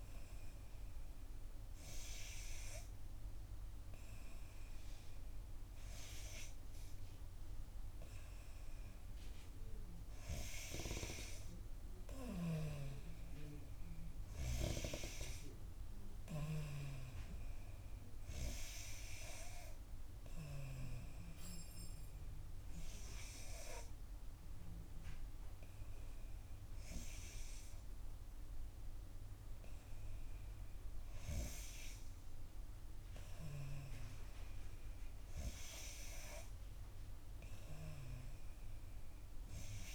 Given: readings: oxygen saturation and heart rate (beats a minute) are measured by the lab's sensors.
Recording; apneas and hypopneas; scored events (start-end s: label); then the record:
breathing in sleep by a room microphone; none
none scored
From the record:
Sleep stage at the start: N3 (deep sleep); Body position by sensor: on the back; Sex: female